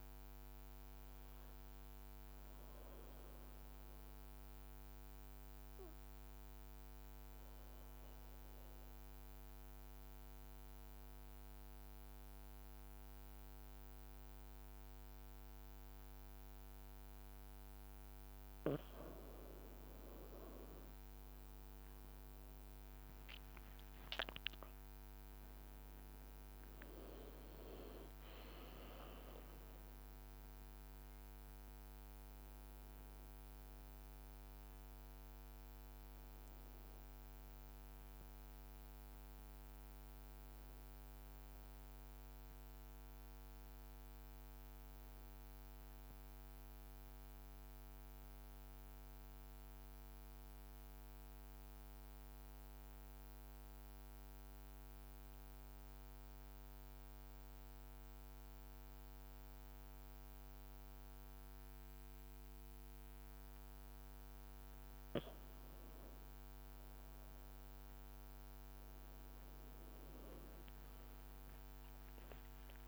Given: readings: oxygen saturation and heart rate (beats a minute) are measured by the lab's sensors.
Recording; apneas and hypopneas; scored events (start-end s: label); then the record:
breathing in sleep by a microphone on the trachea; 2
2.00-17.00 s: obstructive apnea (oxygen 98% before, 93% lowest, heart rate 54 before, 51 extreme, up 1 after)
8.00-16.00 s: oxygen desaturation (device-marked, oxygen 96% before, 93% lowest, heart rate 54 before, 51 extreme)
19.00-23.50 s: arousal
45.00-64.50 s: mixed apnea (oxygen 96% before, 94% lowest, heart rate 55 before, 51 extreme, up 2 after)
66.50-70.00 s: arousal
70.50-72.00 s: leg movement (device-marked)
From the record:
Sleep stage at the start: N2 (light sleep); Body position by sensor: on the back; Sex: male